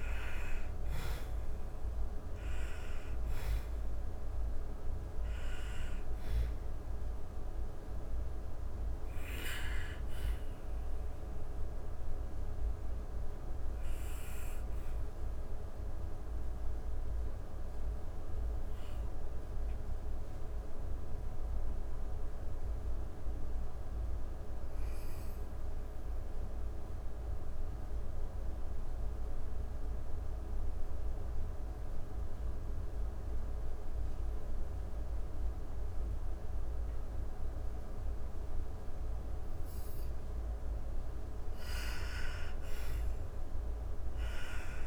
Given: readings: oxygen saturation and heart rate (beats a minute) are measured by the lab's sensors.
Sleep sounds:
breathing in sleep, hard to hear, by a room microphone; 1
0.00-23.00 s: oxygen desaturation (device-marked, oxygen 87% lowest)
9.50-39.00 s: obstructive apnea (oxygen 99% before, 87% lowest)
40.50-44.00 s: arousal
42.00-44.87 s: oxygen desaturation (device-marked, oxygen 98% before, 91% lowest)
From the record:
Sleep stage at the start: N2 (light sleep); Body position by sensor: on the back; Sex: female

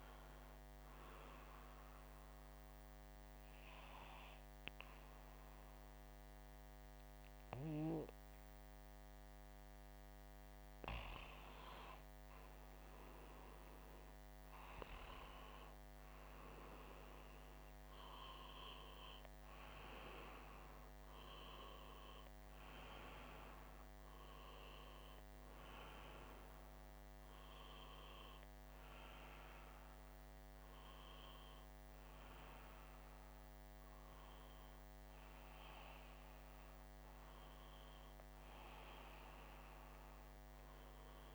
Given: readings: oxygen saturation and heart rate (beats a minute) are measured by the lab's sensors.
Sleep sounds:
breathing in sleep by a microphone on the trachea; 1
2.50-14.00 s: hypopnea (oxygen 97% before, 91% lowest, heart rate 187 before, 93 extreme, up 28 after)
16.50-20.00 s: arousal
19.00-33.00 s: oxygen desaturation (device-marked, oxygen 95% before, 91% lowest, heart rate 181 before, 60 extreme)
39.50-41.35 s: arousal
From the record:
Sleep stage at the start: N2 (light sleep); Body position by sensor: upright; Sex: male

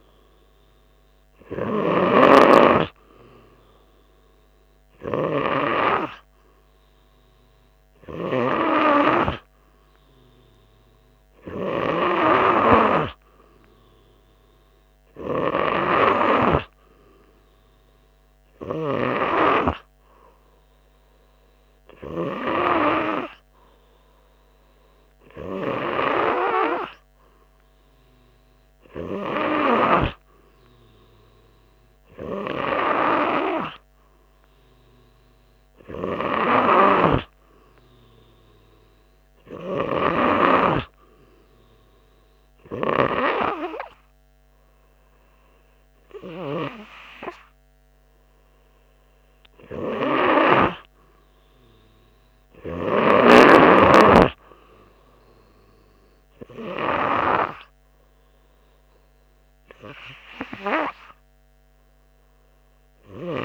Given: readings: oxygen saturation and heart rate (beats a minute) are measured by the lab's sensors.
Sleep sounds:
breathing in sleep by a microphone on the trachea; none
none scored
From the record:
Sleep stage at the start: N3 (deep sleep); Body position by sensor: on the front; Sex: male

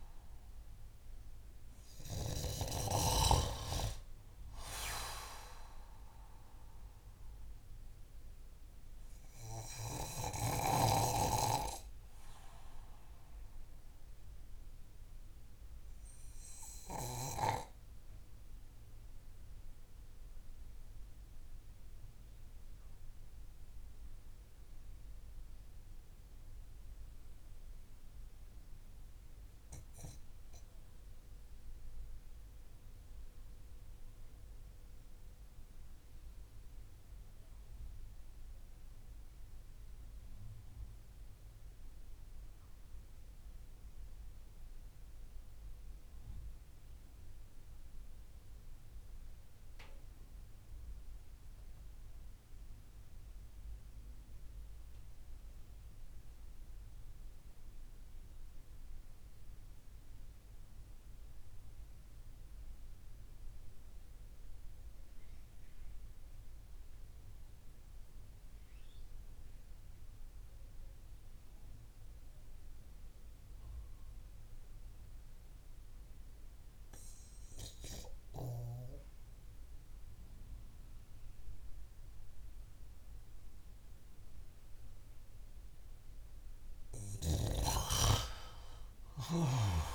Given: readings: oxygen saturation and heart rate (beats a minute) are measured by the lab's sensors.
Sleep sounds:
breathing in sleep by a room microphone; 1
7.50-85.50 s: obstructive apnea (oxygen 98% before, 77% lowest)
20.50-31.50 s: oxygen desaturation (device-marked, oxygen 95% before, 91% lowest)
53.50-89.95 s: oxygen desaturation (device-marked, oxygen 98% before, 77% lowest)
87.50-89.95 s: arousal
From the record:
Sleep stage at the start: N2 (light sleep); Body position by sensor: on the back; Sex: male

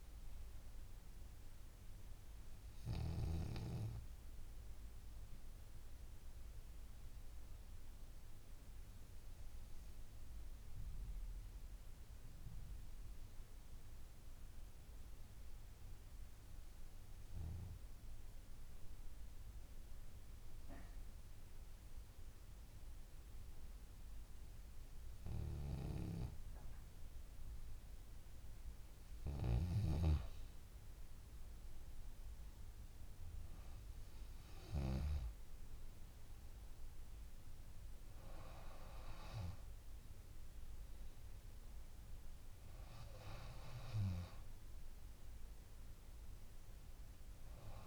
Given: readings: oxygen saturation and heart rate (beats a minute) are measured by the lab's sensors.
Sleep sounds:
breathing in sleep by a room microphone; 1
5.00-26.00 s: hypopnea (oxygen 97% before, 94% lowest, heart rate 50 before, 48 extreme, up 11 after)
30.00-34.50 s: arousal
From the record:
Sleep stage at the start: REM sleep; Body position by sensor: on the back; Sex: female

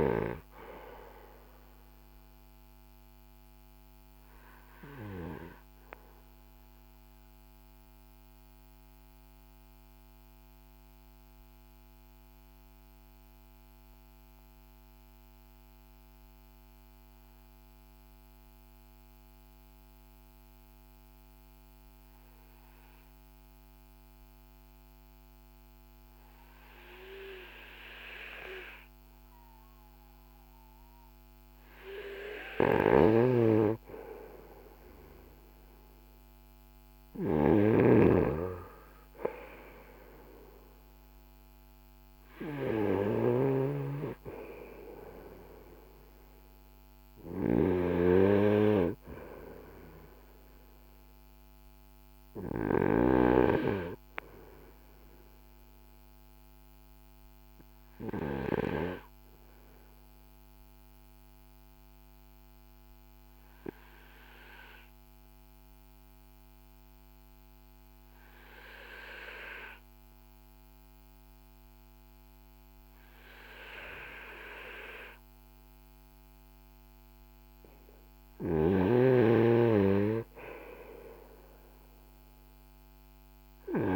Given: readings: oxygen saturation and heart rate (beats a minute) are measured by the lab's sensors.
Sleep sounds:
breathing in sleep by a microphone on the trachea; 2
0.00-1.00 s: oxygen desaturation (device-marked, oxygen 94% lowest, heart rate 38 extreme)
3.00-24.00 s: oxygen desaturation (device-marked, oxygen 95% before, 91% lowest, heart rate 54 before, 36 extreme)
3.00-30.50 s: mixed apnea (oxygen 97% before, 91% lowest, heart rate 54 before, 36 extreme, up 14 after)
32.00-42.50 s: snoring (device-marked)
32.50-37.00 s: arousal
53.50-76.50 s: obstructive apnea (oxygen 97% before, 92% lowest, heart rate 54 before, 40 extreme, up 14 after)
77.50-83.00 s: snoring (device-marked)
80.00-83.96 s: arousal
From the record:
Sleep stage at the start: N2 (light sleep); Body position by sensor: on the right side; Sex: male

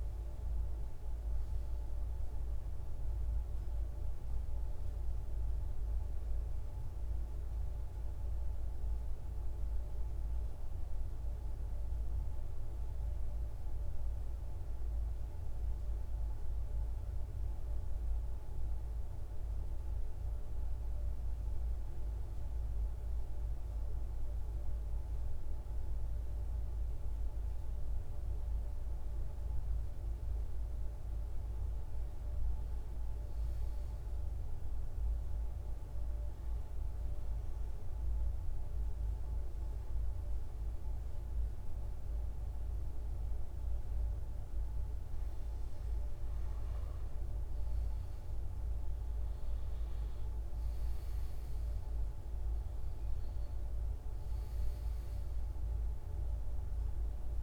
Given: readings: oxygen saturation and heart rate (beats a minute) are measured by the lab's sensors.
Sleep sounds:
breathing in sleep, hard to hear, by a room microphone; 2
0.00-9.00 s: oxygen desaturation (device-marked, oxygen 90% lowest, heart rate 54 extreme)
9.00-57.42 s: new sleep stage, N2 (light sleep)
11.50-21.50 s: central apnea (oxygen 98% before, 91% lowest, heart rate 65 before, 54 extreme, up 5 after)
24.50-28.00 s: arousal
30.00-51.00 s: oxygen desaturation (device-marked, oxygen 98% before, 91% lowest, heart rate 56 before, 59 extreme)
35.50-45.50 s: hypopnea (oxygen 99% before, 91% lowest, heart rate 57 before, 60 extreme, up 6 after)
50.50-54.50 s: arousal
From the record:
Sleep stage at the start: N1 (lightest sleep); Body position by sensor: on the back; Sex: male

